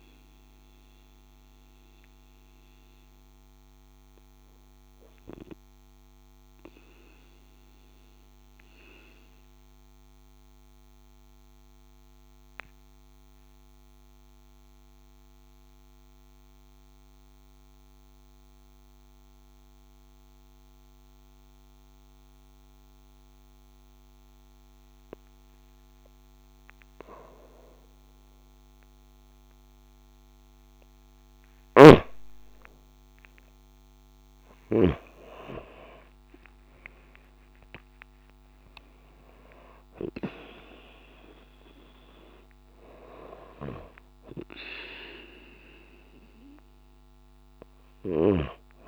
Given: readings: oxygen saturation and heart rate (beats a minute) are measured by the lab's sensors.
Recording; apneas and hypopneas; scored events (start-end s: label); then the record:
breathing in sleep by a microphone on the trachea; 1
0.00-15.50 s: oxygen desaturation (device-marked, oxygen 90% lowest)
7.00-25.50 s: central apnea (oxygen 96% before, 90% lowest)
30.50-35.50 s: arousal
34.50-48.88 s: oxygen desaturation (device-marked, oxygen 97% before, 93% lowest)
From the record:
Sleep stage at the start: N2 (light sleep); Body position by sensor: on the back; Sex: female